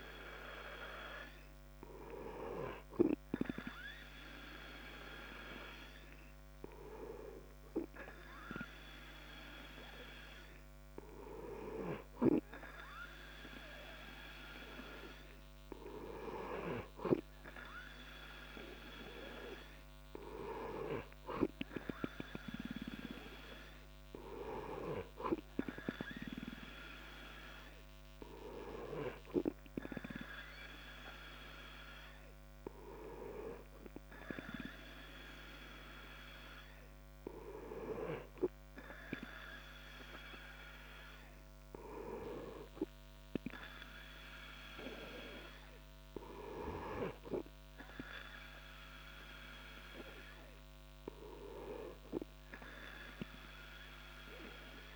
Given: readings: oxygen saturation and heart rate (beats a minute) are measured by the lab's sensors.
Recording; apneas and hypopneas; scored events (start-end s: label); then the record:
breathing in sleep by a microphone on the trachea; none
none scored
From the record:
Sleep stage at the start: N2 (light sleep); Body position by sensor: on the back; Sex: male